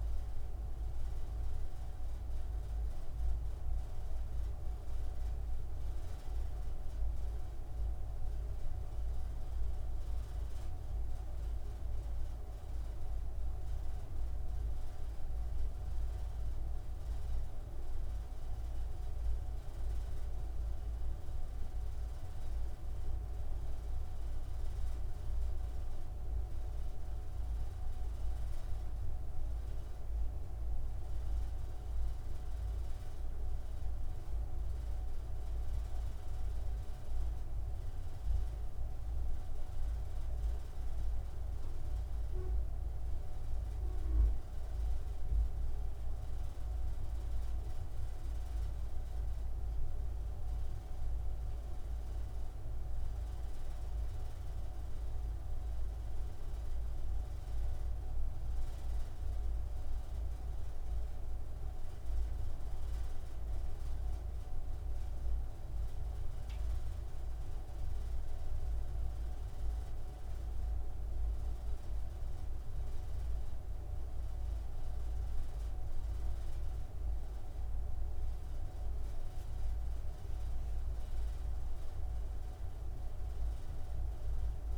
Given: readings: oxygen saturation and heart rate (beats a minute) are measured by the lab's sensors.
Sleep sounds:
breathing in sleep, hard to hear, by a room microphone; none
none scored
From the record:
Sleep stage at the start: N2 (light sleep); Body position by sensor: on the front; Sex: male

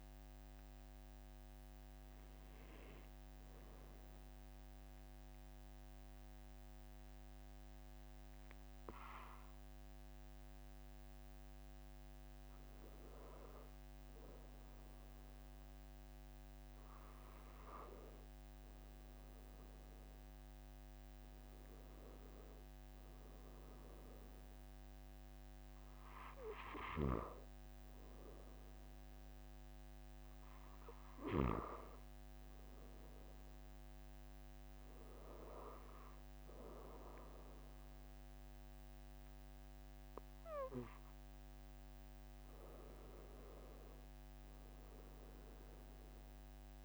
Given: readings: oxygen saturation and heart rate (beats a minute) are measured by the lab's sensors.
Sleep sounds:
breathing in sleep by a microphone on the trachea; 1
5.00-17.50 s: mixed apnea (oxygen 96% before, 92% lowest, heart rate 47 before, 43 extreme, up 3 after)
15.50-46.85 s: new sleep stage, N2 (light sleep)
20.50-25.00 s: arousal
45.50-46.85 s: arousal
From the record:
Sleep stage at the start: N1 (lightest sleep); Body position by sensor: on the back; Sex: male

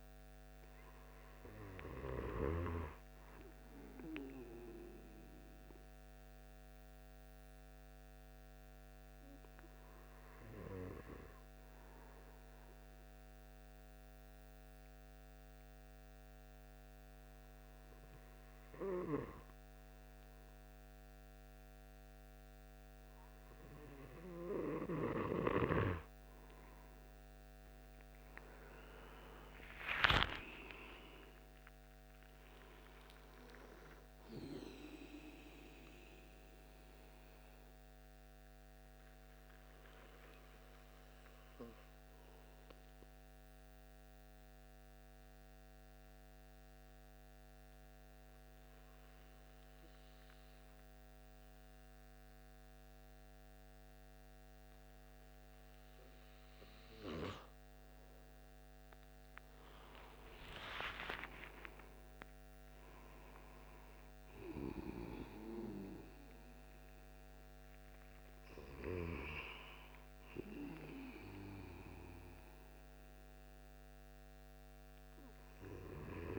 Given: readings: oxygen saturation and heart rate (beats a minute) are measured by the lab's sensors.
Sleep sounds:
breathing in sleep by a microphone on the trachea; 2
0.00-3.00 s: oxygen desaturation (device-marked, oxygen 92% lowest, heart rate 72 extreme)
3.00-23.00 s: hypopnea (oxygen 97% before, 92% lowest, heart rate 79 before, 69 extreme, up 16 after)
26.00-29.50 s: arousal
29.00-50.00 s: oxygen desaturation (device-marked, oxygen 97% before, 93% lowest, heart rate 77 before, 69 extreme)
42.50-56.00 s: obstructive apnea (heart rate 80 before, 73 extreme, up 21 after)
59.00-62.00 s: arousal
From the record:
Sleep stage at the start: N2 (light sleep); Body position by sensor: on the right side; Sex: male

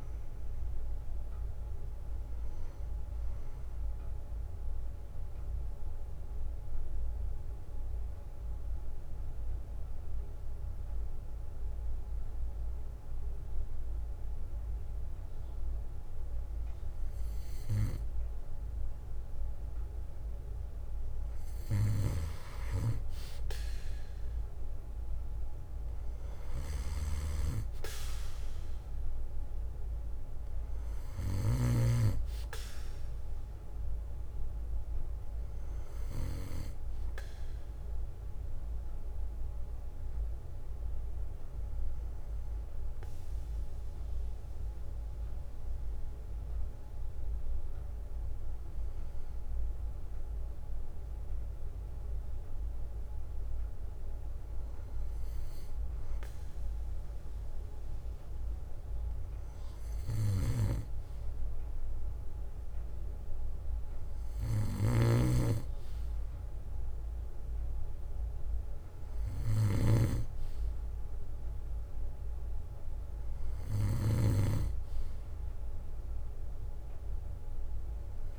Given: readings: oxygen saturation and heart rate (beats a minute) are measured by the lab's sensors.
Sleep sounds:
breathing in sleep by a room microphone; 2
0.00-1.50 s: oxygen desaturation (device-marked, oxygen 94% lowest, heart rate 53 extreme)
1.50-18.50 s: bradycardia (device-marked, heart rate 61 before, 53 extreme)
4.50-17.50 s: mixed apnea (oxygen 97% before, 94% lowest, heart rate 63 before, 53 extreme, up 13 after)
20.00-23.00 s: arousal
29.50-31.50 s: bradycardia (device-marked, heart rate 61 before, 59 extreme)
38.50-49.50 s: bradycardia (device-marked, heart rate 61 before, 54 extreme)
40.00-54.00 s: obstructive apnea (oxygen 97% before, 93% lowest, heart rate 62 before, 46 extreme, up 10 after)
51.50-53.50 s: bradycardia (device-marked, heart rate 61 before, 56 extreme)
55.00-59.00 s: arousal
55.50-57.50 s: bradycardia (device-marked, heart rate 61 before, 58 extreme)
60.50-62.50 s: bradycardia (device-marked, heart rate 61 before, 63 extreme)
64.50-74.50 s: snoring (device-marked)
67.50-78.39 s: bradycardia (device-marked, heart rate 61 before, 46 extreme)
From the record:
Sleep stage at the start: N2 (light sleep); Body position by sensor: on the back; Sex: male

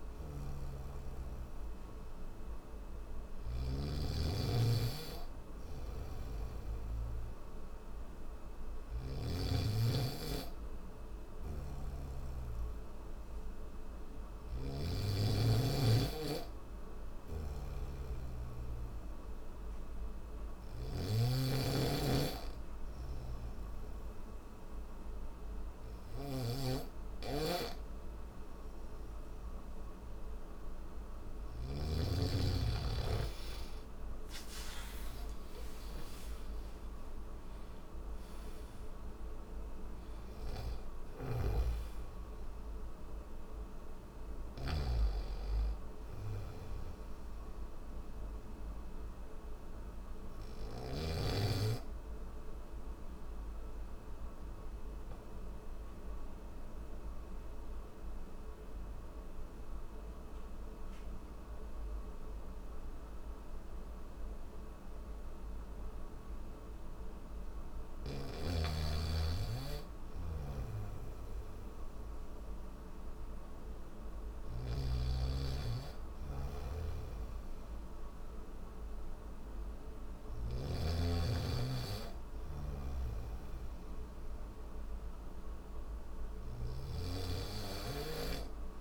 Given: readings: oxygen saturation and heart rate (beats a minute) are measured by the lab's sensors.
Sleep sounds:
breathing in sleep by a room microphone; none
2.50-6.00 s: snoring (device-marked)
8.00-14.50 s: snoring (device-marked)
16.50-31.50 s: snoring (device-marked)
40.50-50.50 s: snoring (device-marked)
67.50-74.00 s: snoring (device-marked)
76.00-86.50 s: snoring (device-marked)
From the record:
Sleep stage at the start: N1 (lightest sleep); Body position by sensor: on the back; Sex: male

